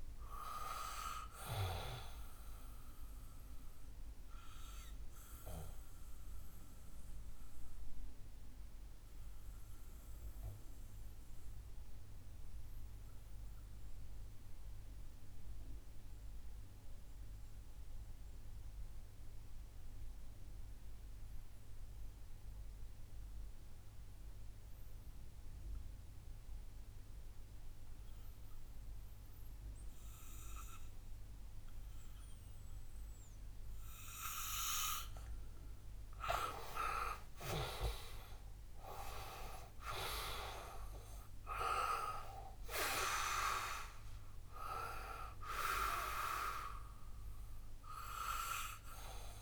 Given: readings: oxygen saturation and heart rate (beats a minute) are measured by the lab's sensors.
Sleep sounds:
breathing in sleep by a room microphone; 1
3.00-36.00 s: obstructive apnea (oxygen 97% before, 89% lowest, heart rate 66 before, 61 extreme, up 10 after)
36.50-49.42 s: oxygen desaturation (device-marked, oxygen 98% before, 89% lowest, heart rate 64 before, 61 extreme)
37.50-42.50 s: arousal
From the record:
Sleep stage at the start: N2 (light sleep); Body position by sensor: on the back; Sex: male

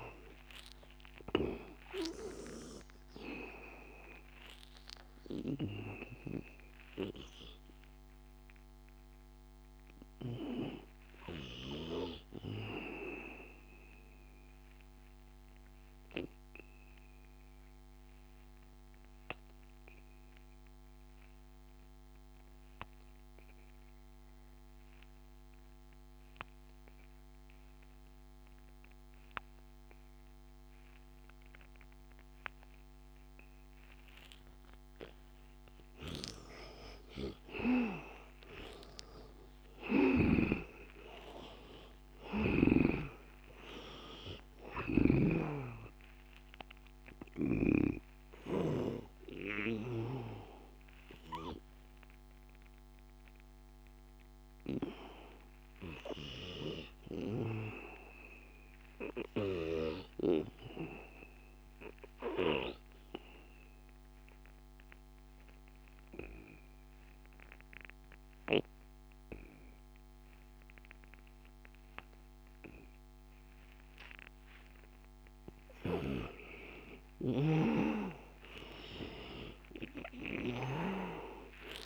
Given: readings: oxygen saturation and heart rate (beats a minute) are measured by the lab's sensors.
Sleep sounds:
breathing in sleep by a microphone on the trachea; 2
0.00-20.00 s: oxygen desaturation (device-marked, oxygen 74% lowest, heart rate 78 extreme)
6.50-34.50 s: obstructive apnea (oxygen 100% before, 74% lowest, heart rate 84 before, 78 extreme, up 17 after)
25.00-58.00 s: oxygen desaturation (device-marked, oxygen 100% before, 77% lowest, heart rate 92 before, 80 extreme)
36.00-40.50 s: snoring (device-marked)
39.50-43.50 s: arousal
60.00-75.50 s: obstructive apnea (oxygen 100% before, 84% lowest, heart rate 97 before, 88 extreme, up 18 after)
69.00-81.86 s: new sleep stage, awake
76.00-81.86 s: snoring (device-marked)
77.00-81.86 s: oxygen desaturation (device-marked, oxygen 98% before, 84% lowest, heart rate 94 before, 93 extreme)
From the record:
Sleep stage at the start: N2 (light sleep); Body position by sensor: on the back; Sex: male

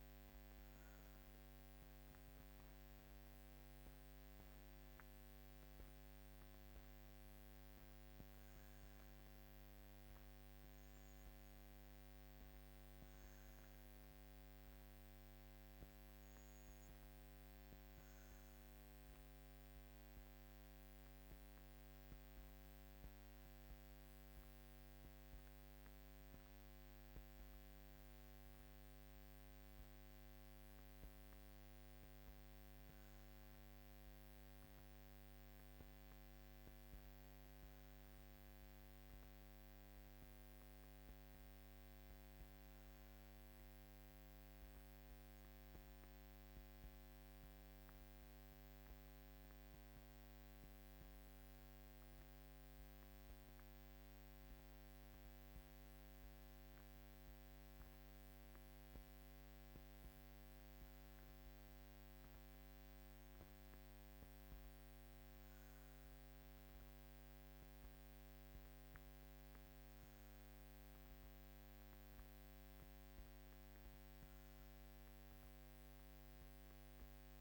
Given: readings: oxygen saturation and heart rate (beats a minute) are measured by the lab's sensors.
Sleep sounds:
breathing in sleep, hard to hear, by a microphone on the trachea; none
0.00-4.00 s: arousal
17.00-77.41 s: new sleep stage, REM sleep
From the record:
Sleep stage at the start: N2 (light sleep); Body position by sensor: on the back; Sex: female

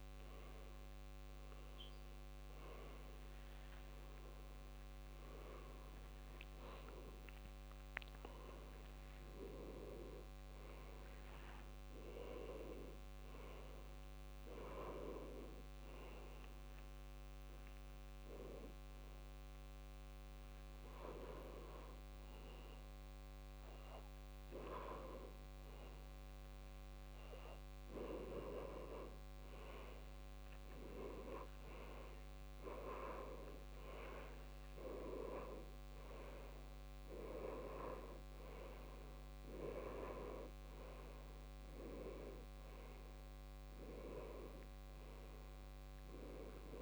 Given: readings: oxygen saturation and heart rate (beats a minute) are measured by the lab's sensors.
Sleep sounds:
a person awake in a sleep study, by a microphone on the trachea; none
26.50-28.50 s: long interval between heartbeats (device-marked, heart rate 102 before, 111 extreme)
31.50-45.50 s: oxygen desaturation (device-marked, oxygen 95% before, 91% lowest, heart rate 105 before, 101 extreme)
From the record:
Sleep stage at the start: awake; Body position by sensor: upright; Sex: male

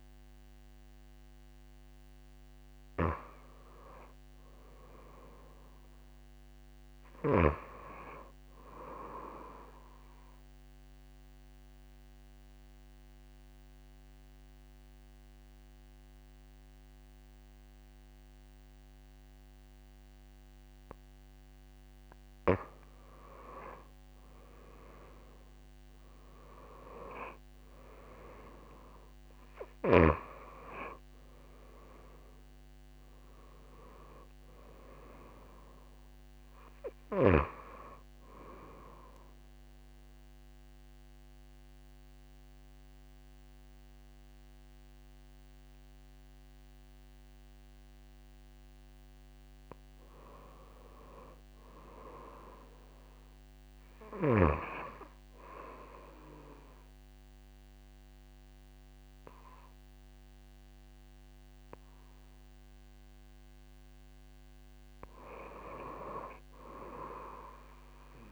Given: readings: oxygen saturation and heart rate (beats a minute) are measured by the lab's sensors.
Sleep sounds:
breathing in sleep by a microphone on the trachea; 2
0.00-2.50 s: oxygen desaturation (device-marked, oxygen 91% lowest)
4.50-8.00 s: arousal
9.50-22.00 s: obstructive apnea (oxygen 95% before, 93% lowest)
23.50-27.50 s: arousal
32.50-51.50 s: oxygen desaturation (device-marked, oxygen 96% before, 93% lowest)
39.00-50.00 s: obstructive apnea (oxygen 98% before, 90% lowest)
53.00-55.50 s: arousal
From the record:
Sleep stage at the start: N2 (light sleep); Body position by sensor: on the back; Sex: female

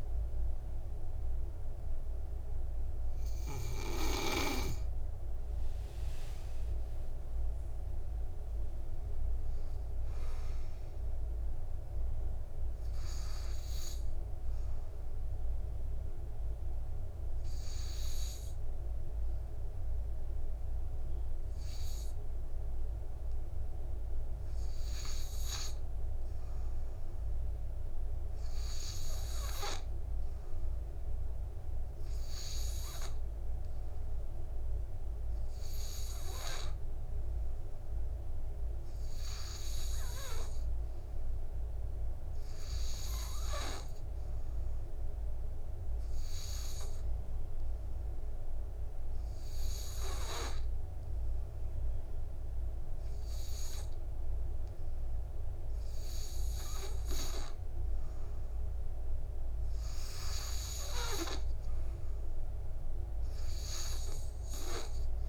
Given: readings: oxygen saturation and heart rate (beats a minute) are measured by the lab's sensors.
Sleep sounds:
breathing in sleep by a room microphone; 2
0.00-2.00 s: oxygen desaturation (device-marked, oxygen 90% lowest, heart rate 49 extreme)
6.00-9.50 s: arousal
15.00-25.00 s: obstructive apnea (oxygen 97% before, 92% lowest, heart rate 60 before, 54 extreme, up 6 after)
26.50-30.50 s: arousal
39.00-57.00 s: oxygen desaturation (device-marked, oxygen 97% before, 92% lowest, heart rate 58 before, 52 extreme)
46.50-57.00 s: obstructive apnea (oxygen 98% before, 91% lowest, heart rate 58 before, 52 extreme, up 6 after)
59.00-61.50 s: arousal
From the record:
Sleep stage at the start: N2 (light sleep); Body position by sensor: on the back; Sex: male

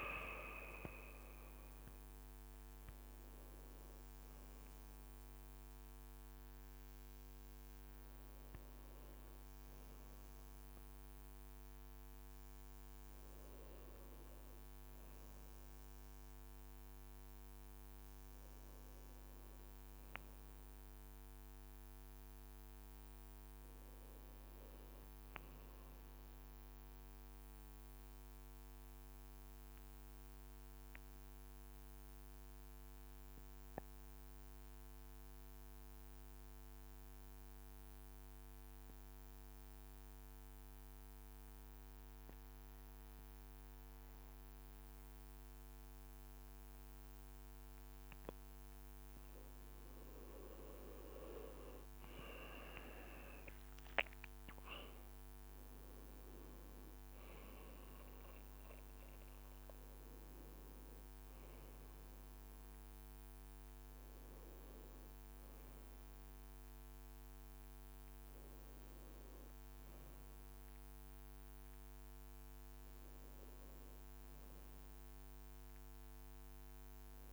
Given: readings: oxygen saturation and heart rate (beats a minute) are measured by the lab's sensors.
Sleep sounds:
breathing in sleep by a microphone on the trachea; 1
9.50-11.50 s: leg movement (device-marked)
24.00-28.00 s: leg movement (device-marked)
24.00-77.33 s: new sleep stage, N2 (light sleep)
27.00-48.00 s: mixed apnea (oxygen 98% before, 93% lowest, heart rate 59 before, 53 extreme, up 5 after)
49.50-53.00 s: arousal
50.00-52.00 s: leg movement (device-marked)
51.00-71.00 s: oxygen desaturation (device-marked, oxygen 97% before, 94% lowest, heart rate 54 before, 53 extreme)
54.50-64.00 s: leg movement (device-marked)
From the record:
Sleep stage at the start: N1 (lightest sleep); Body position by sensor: on the right side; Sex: male

